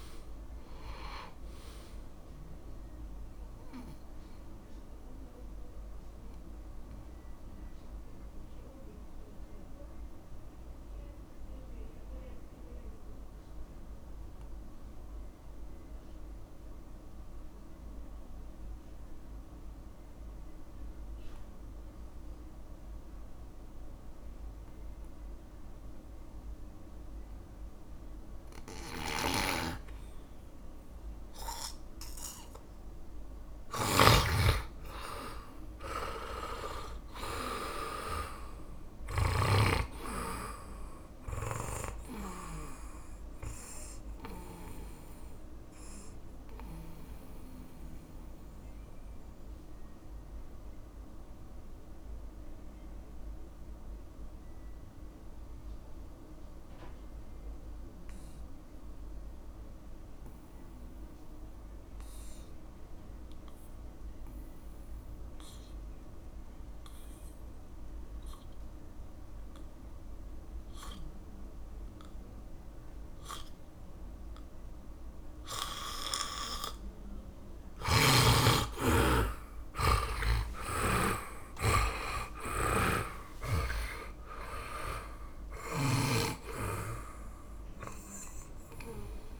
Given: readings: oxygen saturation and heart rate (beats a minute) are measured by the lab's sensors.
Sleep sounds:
breathing in sleep by a room microphone; 2
0.00-24.00 s: oxygen desaturation (device-marked, oxygen 81% lowest, heart rate 53 extreme)
4.50-33.00 s: mixed apnea (oxygen 100% before, 81% lowest, heart rate 61 before, 55 extreme, up 10 after)
29.50-43.00 s: snoring (device-marked)
35.00-38.50 s: arousal
37.00-65.00 s: oxygen desaturation (device-marked, oxygen 100% before, 85% lowest, heart rate 58 before, 50 extreme)
46.50-78.50 s: mixed apnea (oxygen 100% before, 82% lowest, heart rate 61 before, 50 extreme, up 25 after)
71.00-84.00 s: oxygen desaturation (device-marked, oxygen 100% before, 92% lowest, heart rate 60 before, 50 extreme)
80.50-85.50 s: arousal
83.00-86.50 s: snoring (device-marked)
From the record:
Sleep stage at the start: N2 (light sleep); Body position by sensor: on the back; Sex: male

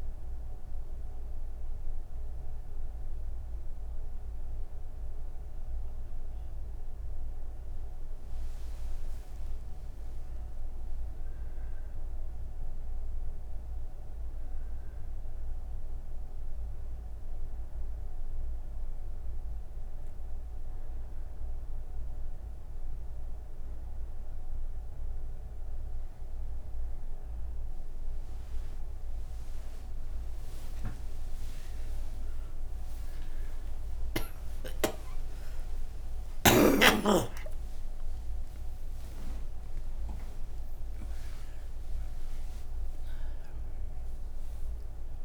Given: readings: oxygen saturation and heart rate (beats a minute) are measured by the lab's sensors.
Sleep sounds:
breathing in sleep by a room microphone; none
none scored
From the record:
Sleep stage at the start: N3 (deep sleep); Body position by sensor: on the back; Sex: female

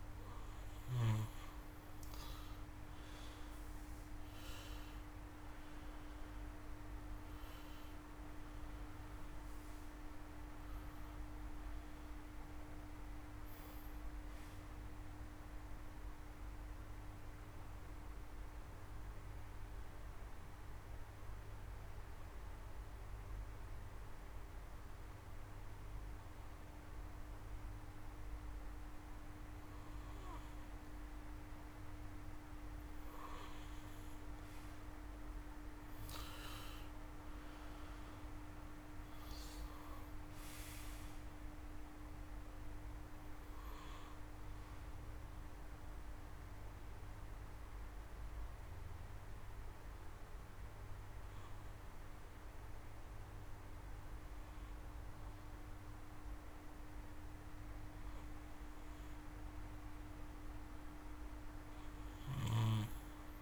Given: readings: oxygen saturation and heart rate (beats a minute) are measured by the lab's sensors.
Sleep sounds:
breathing in sleep, hard to hear, by a room microphone; 2
0.00-19.00 s: oxygen desaturation (device-marked, oxygen 89% lowest)
3.00-7.50 s: arousal
17.00-28.50 s: obstructive apnea (oxygen 94% before, 89% lowest)
33.00-37.50 s: arousal
38.00-45.00 s: oxygen desaturation (device-marked, oxygen 96% before, 89% lowest)
45.50-58.50 s: hypopnea (oxygen 96% before, 89% lowest)
From the record:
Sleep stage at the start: N2 (light sleep); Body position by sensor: on the back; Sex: male

